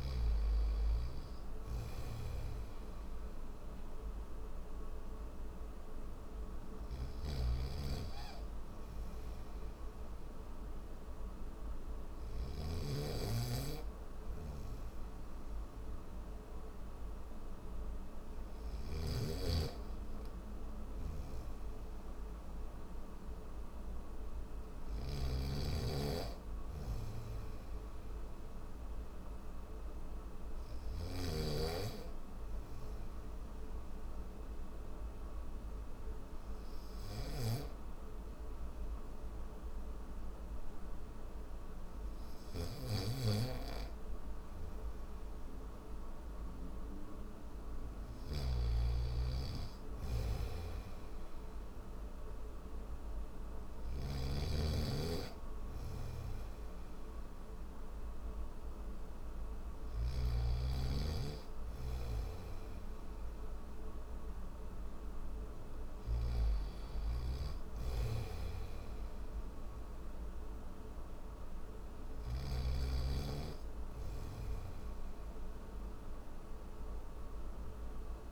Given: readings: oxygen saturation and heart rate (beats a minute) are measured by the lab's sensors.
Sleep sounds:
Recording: breathing in sleep by a room microphone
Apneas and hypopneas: none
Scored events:
1.50-18.50 s: snoring (device-marked)
20.50-30.50 s: snoring (device-marked)
36.50-53.50 s: snoring (device-marked)
59.50-72.00 s: snoring (device-marked)
From the record:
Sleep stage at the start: N3 (deep sleep)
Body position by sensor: on the back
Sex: male

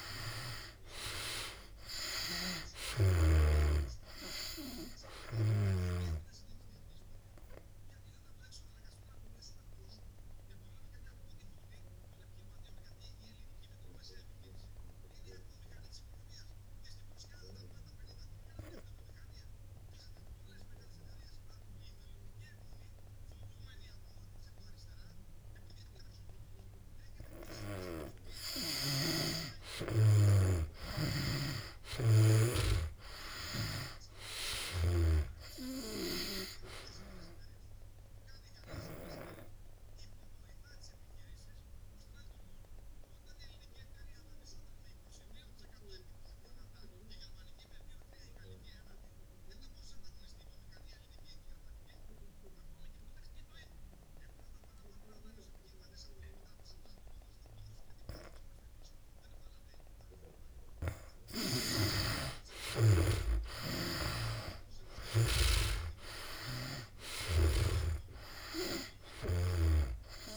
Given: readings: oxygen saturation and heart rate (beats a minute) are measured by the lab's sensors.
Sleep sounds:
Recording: breathing in sleep by a room microphone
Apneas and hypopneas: 2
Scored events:
0.00-1.50 s: arousal
0.00-21.50 s: oxygen desaturation (device-marked, oxygen 81% lowest, heart rate 68 extreme)
2.50-6.50 s: snoring (device-marked)
7.50-28.50 s: obstructive apnea (oxygen 97% before, 78% lowest, heart rate 69 before, 67 extreme, up 4 after)
28.50-53.50 s: oxygen desaturation (device-marked, oxygen 98% before, 83% lowest, heart rate 71 before, 65 extreme)
30.50-34.00 s: arousal
31.50-35.50 s: snoring (device-marked)
39.00-60.50 s: obstructive apnea (oxygen 98% before, 78% lowest, heart rate 70 before, 65 extreme, up 6 after)
62.00-70.00 s: snoring (device-marked)
63.00-66.50 s: arousal
66.50-70.37 s: oxygen desaturation (device-marked, oxygen 97% before, 78% lowest, heart rate 67 before, 66 extreme)
From the record:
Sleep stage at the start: N2 (light sleep)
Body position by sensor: on the back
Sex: male

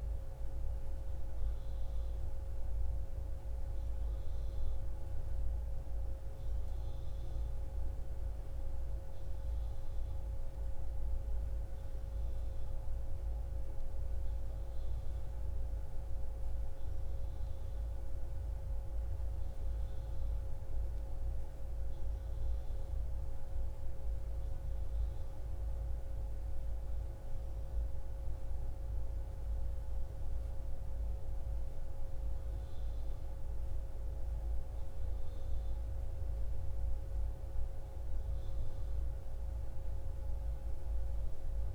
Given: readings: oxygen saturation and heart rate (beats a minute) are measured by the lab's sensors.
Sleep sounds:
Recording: a person awake in a sleep study, hard to hear, by a room microphone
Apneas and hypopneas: none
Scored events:
none scored
From the record:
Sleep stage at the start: awake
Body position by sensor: on the back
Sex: female

